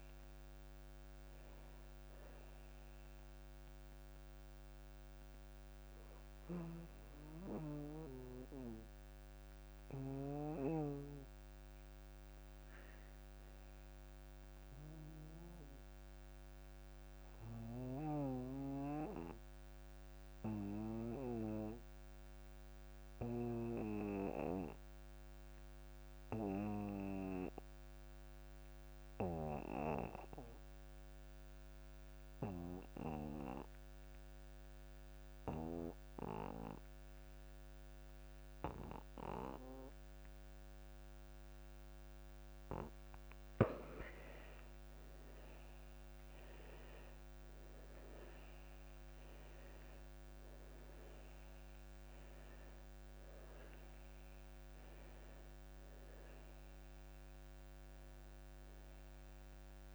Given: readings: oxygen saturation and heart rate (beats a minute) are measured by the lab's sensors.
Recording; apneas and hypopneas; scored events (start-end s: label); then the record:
breathing in sleep by a microphone on the trachea; 1
0.00-2.00 s: oxygen desaturation (device-marked, oxygen 78% lowest)
4.00-21.00 s: oxygen desaturation (device-marked, oxygen 81% before, 74% lowest)
16.00-42.00 s: obstructive apnea (oxygen 81% before, 77% lowest)
40.00-59.95 s: oxygen desaturation (device-marked, oxygen 98% before, 78% lowest)
46.00-50.50 s: arousal
From the record:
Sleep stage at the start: N2 (light sleep); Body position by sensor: on the back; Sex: male